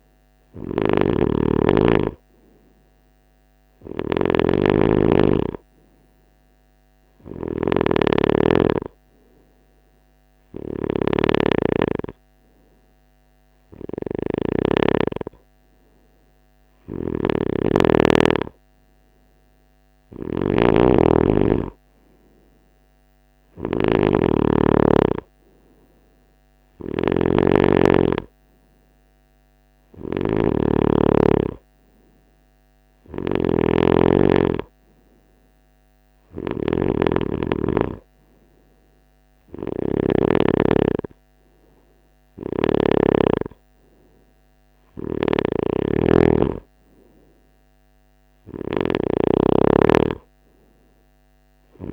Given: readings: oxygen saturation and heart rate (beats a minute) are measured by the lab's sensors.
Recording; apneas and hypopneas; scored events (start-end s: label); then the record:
breathing in sleep by a microphone on the trachea; none
0.00-39.50 s: snoring (device-marked)
44.00-51.93 s: snoring (device-marked)
From the record:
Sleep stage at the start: N3 (deep sleep); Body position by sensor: on the right side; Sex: male